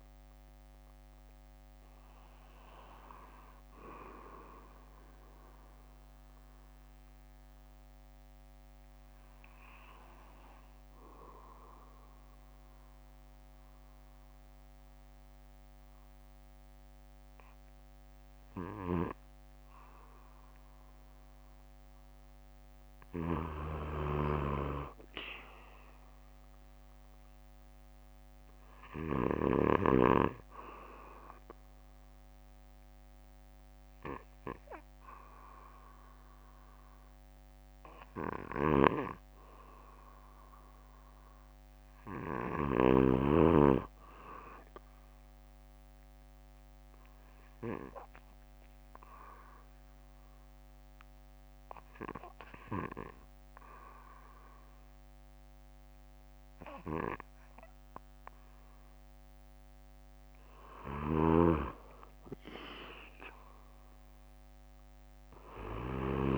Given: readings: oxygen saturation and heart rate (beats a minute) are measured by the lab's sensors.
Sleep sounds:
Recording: breathing in sleep by a microphone on the trachea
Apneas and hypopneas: 2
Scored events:
0.00-12.00 s: oxygen desaturation (device-marked, oxygen 97% before, 91% lowest, heart rate 66 before, 58 extreme)
2.00-5.00 s: bradycardia (device-marked, heart rate 62 before, 61 extreme)
6.00-18.00 s: bradycardia (device-marked, heart rate 62 before, 58 extreme)
10.00-22.50 s: mixed apnea (oxygen 97% before, 94% lowest, heart rate 65 before, 58 extreme, up 6 after)
25.00-28.50 s: arousal
43.00-45.00 s: bradycardia (device-marked, heart rate 62 before, 61 extreme)
46.50-59.00 s: obstructive apnea (oxygen 97% before, 92% lowest, heart rate 61 before, 57 extreme, up 5 after)
47.00-49.00 s: bradycardia (device-marked, heart rate 62 before, 59 extreme)
52.00-59.00 s: bradycardia (device-marked, heart rate 62 before, 59 extreme)
58.00-66.38 s: new sleep stage, REM sleep
62.50-66.38 s: arousal
From the record:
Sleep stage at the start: N2 (light sleep)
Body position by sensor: on the back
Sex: male

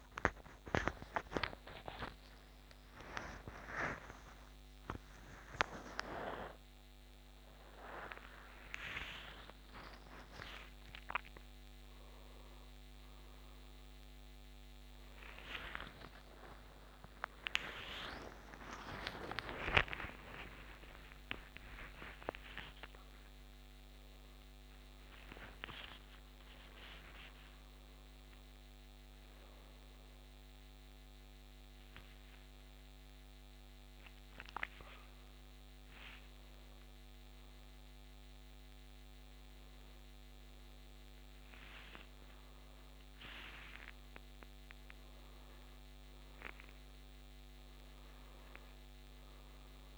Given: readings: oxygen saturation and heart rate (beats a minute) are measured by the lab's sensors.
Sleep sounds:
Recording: a person awake in a sleep study, by a microphone on the trachea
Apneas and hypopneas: none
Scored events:
45.00-49.98 s: oxygen desaturation (device-marked, oxygen 96% before, 93% lowest, heart rate 86 before, 73 extreme)
From the record:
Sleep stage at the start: awake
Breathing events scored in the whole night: 366 in 5.9 hours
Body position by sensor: on the back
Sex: male

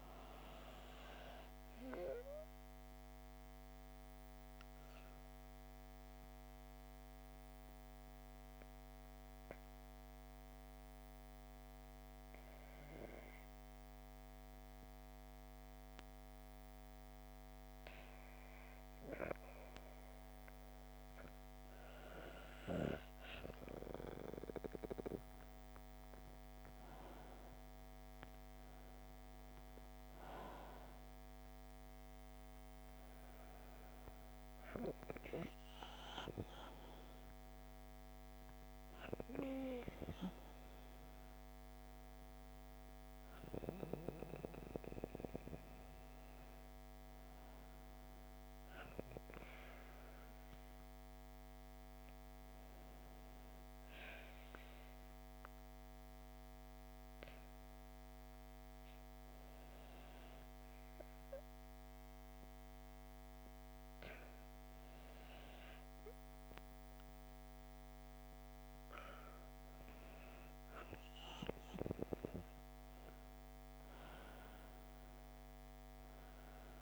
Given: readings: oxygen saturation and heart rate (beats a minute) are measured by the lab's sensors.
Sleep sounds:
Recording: breathing in sleep by a microphone on the trachea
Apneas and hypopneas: 2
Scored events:
2.50-23.00 s: obstructive apnea (oxygen 98% before, 94% lowest, heart rate 32 before, 26 extreme, up 0 after)
26.00-30.50 s: arousal
48.50-67.50 s: hypopnea (oxygen 96% before, 95% lowest)
From the record:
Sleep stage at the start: N2 (light sleep)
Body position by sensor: on the back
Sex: female

